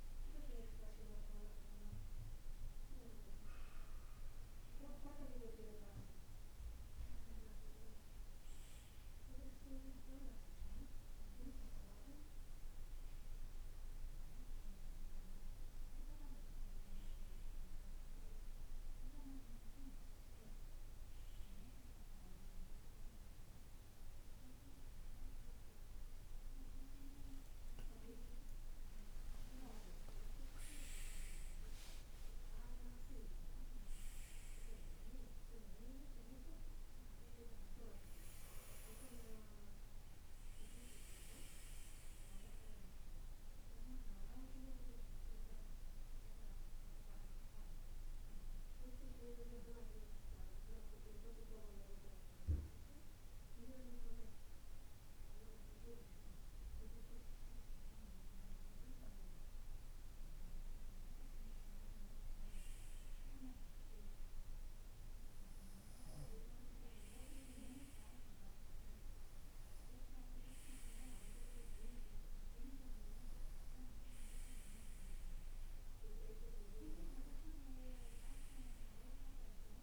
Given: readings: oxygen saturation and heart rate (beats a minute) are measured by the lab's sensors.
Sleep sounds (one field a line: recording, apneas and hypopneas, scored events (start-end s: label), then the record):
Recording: breathing in sleep by a room microphone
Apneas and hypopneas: none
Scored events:
27.50-29.50 s: long interval between heartbeats (device-marked, heart rate 55 before, 65 extreme)
28.00-32.50 s: arousal
From the record:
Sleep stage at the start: N2 (light sleep)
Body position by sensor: on the right side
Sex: male